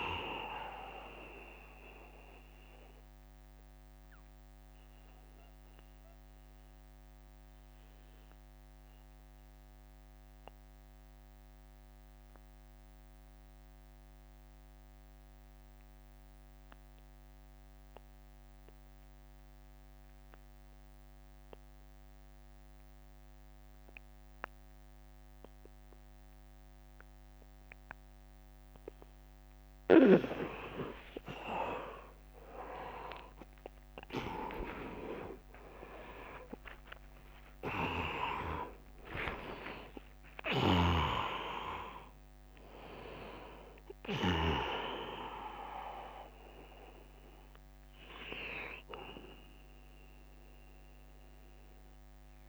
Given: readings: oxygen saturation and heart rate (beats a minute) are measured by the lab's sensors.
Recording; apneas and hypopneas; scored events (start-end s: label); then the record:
breathing in sleep by a microphone on the trachea; 1
0.00-11.50 s: oxygen desaturation (device-marked, oxygen 82% lowest, heart rate 66 extreme)
2.00-29.00 s: mixed apnea (oxygen 100% before, 81% lowest, heart rate 80 before, 66 extreme, up 19 after)
27.50-52.48 s: oxygen desaturation (device-marked, oxygen 100% before, 81% lowest, heart rate 74 before, 68 extreme)
30.50-37.00 s: arousal
32.50-47.50 s: drop in pulse transit time (device-marked, heart rate 74 before, 77 extreme)
From the record:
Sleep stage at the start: N2 (light sleep); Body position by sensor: on the back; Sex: male